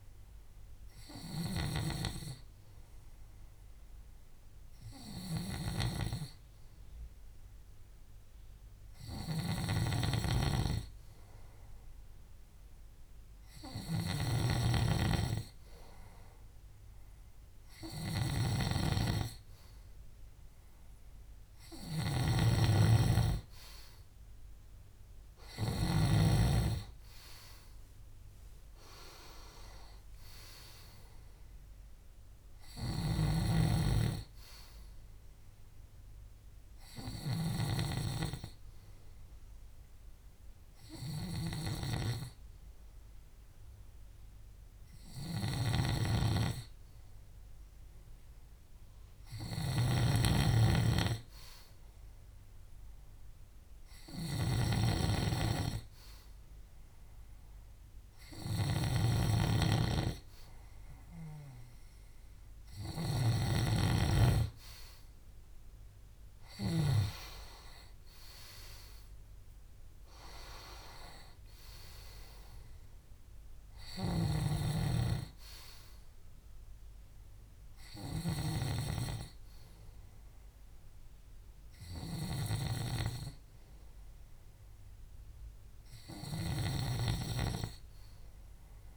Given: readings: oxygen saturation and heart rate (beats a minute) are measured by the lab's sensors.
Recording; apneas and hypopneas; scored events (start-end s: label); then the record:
breathing in sleep by a room microphone; 2
5.00-26.00 s: snoring (device-marked)
7.50-22.50 s: hypopnea (oxygen 96% before, 93% lowest, heart rate 68 before, 64 extreme, up 5 after)
24.00-28.50 s: arousal
32.50-67.00 s: snoring (device-marked)
52.00-66.50 s: hypopnea (oxygen 96% before, 93% lowest, heart rate 67 before, 66 extreme, up 7 after)
69.00-72.50 s: arousal
74.00-88.97 s: snoring (device-marked)
From the record:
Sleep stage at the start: N2 (light sleep); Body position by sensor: on the back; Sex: male